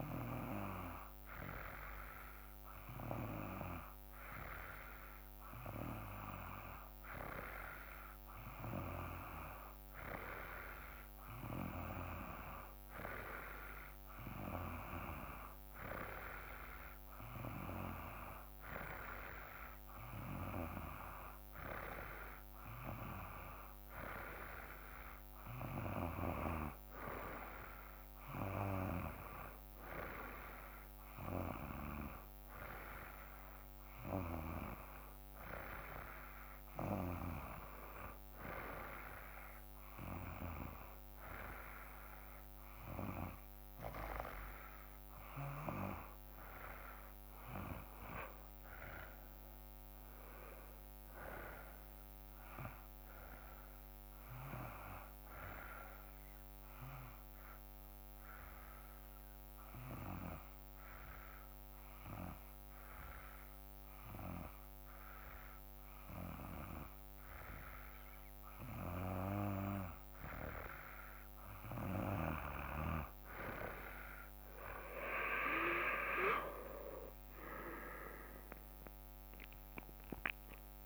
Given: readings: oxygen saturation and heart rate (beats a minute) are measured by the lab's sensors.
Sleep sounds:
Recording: breathing in sleep by a microphone on the trachea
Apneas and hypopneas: 1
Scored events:
56.50-70.00 s: obstructive apnea (oxygen 95% before, 89% lowest, heart rate 58 before, 53 extreme, up 5 after)
73.00-75.50 s: arousal
75.50-80.86 s: oxygen desaturation (device-marked, oxygen 95% before, 89% lowest, heart rate 56 before, 53 extreme)
78.50-80.86 s: drop in pulse transit time (device-marked, heart rate 57 before, 55 extreme)
From the record:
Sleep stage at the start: N2 (light sleep)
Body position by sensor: on the back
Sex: male

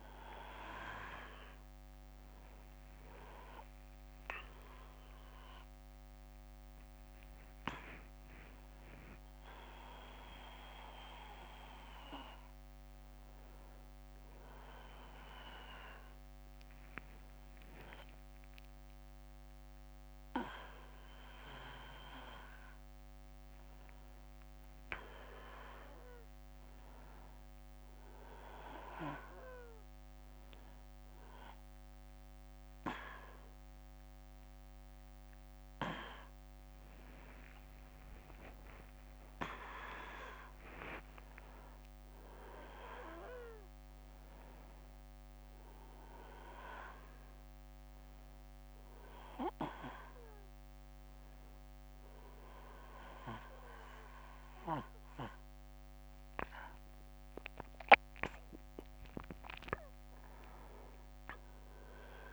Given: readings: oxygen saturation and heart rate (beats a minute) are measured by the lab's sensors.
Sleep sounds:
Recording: a person awake in a sleep study, by a microphone on the trachea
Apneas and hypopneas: none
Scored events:
2.50-62.33 s: new sleep stage, awake
From the record:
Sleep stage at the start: N1 (lightest sleep)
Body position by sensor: on the back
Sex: male

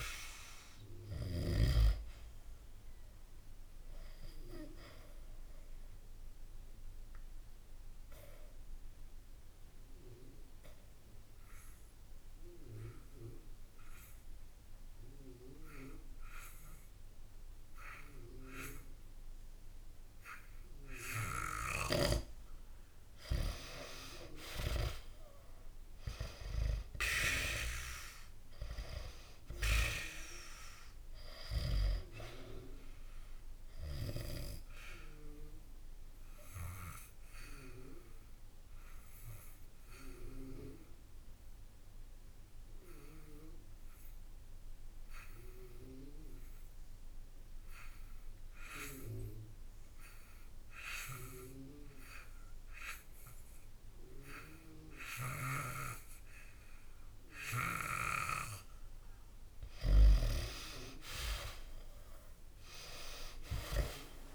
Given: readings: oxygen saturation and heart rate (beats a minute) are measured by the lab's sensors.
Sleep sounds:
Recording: breathing in sleep by a room microphone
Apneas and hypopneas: 2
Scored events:
0.00-15.00 s: oxygen desaturation (device-marked, oxygen 91% lowest, heart rate 65 extreme)
4.50-21.50 s: obstructive apnea (oxygen 98% before, 89% lowest, heart rate 67 before, 65 extreme)
23.50-26.50 s: arousal
26.00-47.00 s: oxygen desaturation (device-marked, oxygen 97% before, 89% lowest, heart rate 68 before, 64 extreme)
34.50-57.50 s: obstructive apnea (oxygen 97% before, 89% lowest, heart rate 67 before, 64 extreme, up 3 after)
59.50-63.50 s: arousal
62.00-64.35 s: oxygen desaturation (device-marked, oxygen 97% before, 90% lowest, heart rate 67 before, 58 extreme)
From the record:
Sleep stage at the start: N2 (light sleep)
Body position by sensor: on the back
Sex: male

